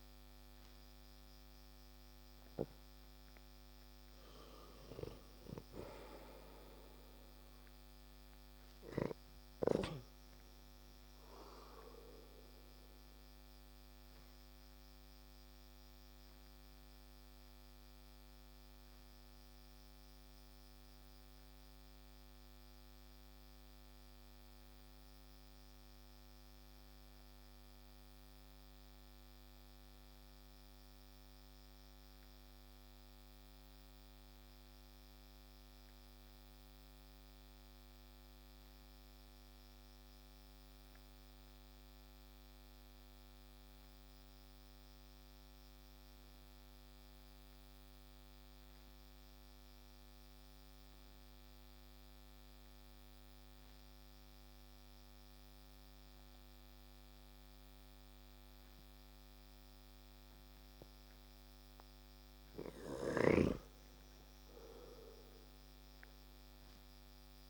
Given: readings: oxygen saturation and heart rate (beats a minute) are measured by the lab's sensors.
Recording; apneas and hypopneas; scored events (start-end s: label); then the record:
breathing in sleep by a microphone on the trachea; 1
12.50-58.50 s: obstructive apnea (oxygen 95% before, 86% lowest)
14.50-39.50 s: oxygen desaturation (device-marked, oxygen 93% before, 86% lowest)
59.50-63.00 s: arousal
64.50-67.50 s: oxygen desaturation (device-marked, oxygen 97% before, 93% lowest)
From the record:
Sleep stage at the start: N2 (light sleep); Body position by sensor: on the back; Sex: male